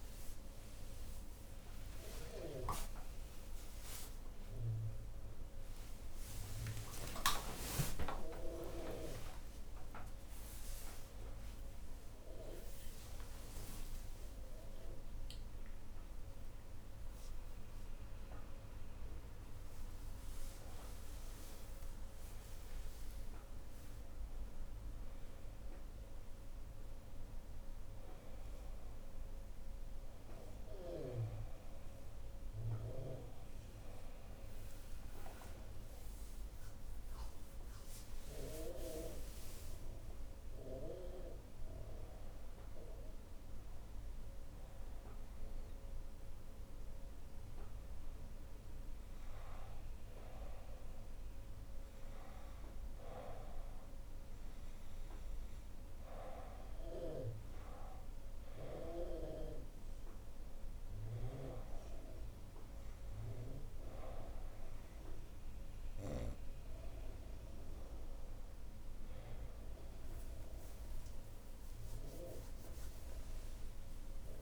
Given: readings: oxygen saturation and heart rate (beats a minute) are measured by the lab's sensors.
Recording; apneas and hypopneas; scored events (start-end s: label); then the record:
a person partly awake in a sleep study, by a room microphone; none
18.00-48.00 s: new sleep stage, N1 (lightest sleep)
48.00-74.42 s: new sleep stage, N2 (light sleep)
From the record:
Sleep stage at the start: awake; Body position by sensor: on the right side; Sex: female